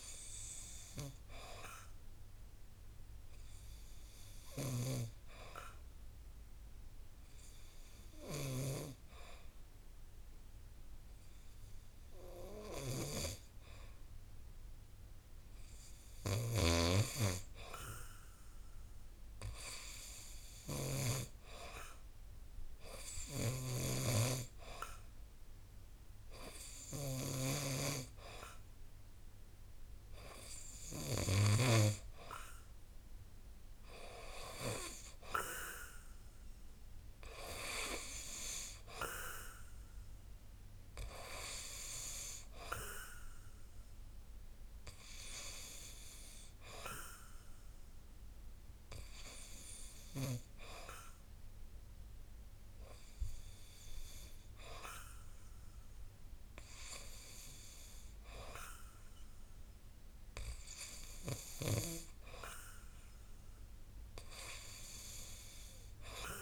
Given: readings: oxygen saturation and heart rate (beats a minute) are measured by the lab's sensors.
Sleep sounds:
breathing in sleep by a room microphone; 1
2.00-17.00 s: hypopnea (oxygen 94% before, 88% lowest, heart rate 63 before, 61 extreme, up 3 after)
16.00-21.00 s: snoring (device-marked)
17.00-20.50 s: arousal
23.00-31.50 s: snoring (device-marked)
25.00-40.00 s: oxygen desaturation (device-marked, oxygen 93% before, 88% lowest, heart rate 63 before, 61 extreme)
From the record:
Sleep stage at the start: N2 (light sleep); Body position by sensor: on the back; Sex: male

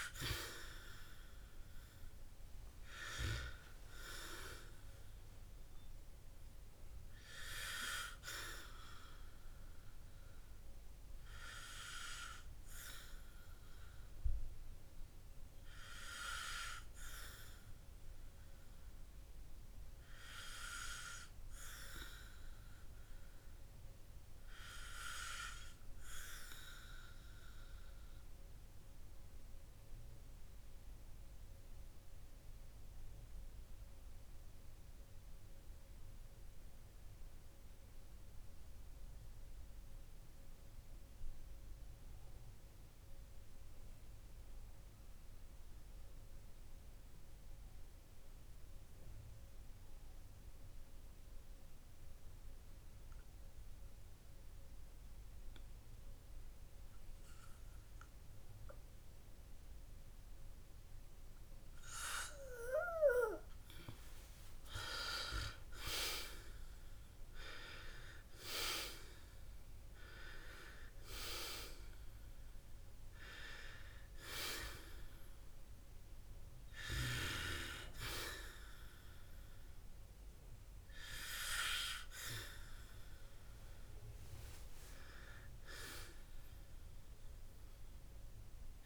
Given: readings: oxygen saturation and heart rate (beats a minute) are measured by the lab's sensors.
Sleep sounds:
breathing in sleep by a room microphone; 1
22.00-33.00 s: oxygen desaturation (device-marked, oxygen 95% before, 91% lowest, heart rate 57 before, 50 extreme)
22.00-88.86 s: new sleep stage, N2 (light sleep)
25.00-65.00 s: obstructive apnea (oxygen 95% before, 89% lowest, heart rate 54 before, 50 extreme, up 16 after)
67.50-71.00 s: arousal
From the record:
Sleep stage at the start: REM sleep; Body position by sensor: on the back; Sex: male

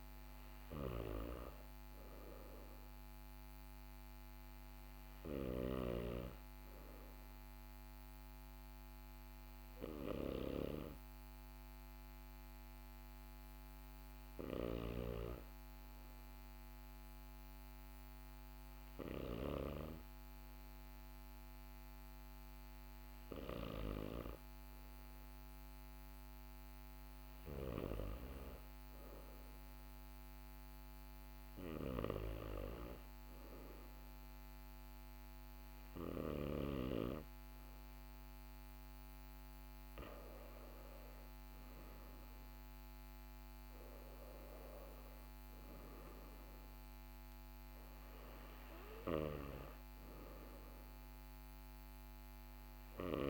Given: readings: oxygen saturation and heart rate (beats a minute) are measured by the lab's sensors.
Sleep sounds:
breathing in sleep by a microphone on the trachea; none
none scored
From the record:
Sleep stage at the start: N2 (light sleep); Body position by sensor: on the right side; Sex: male

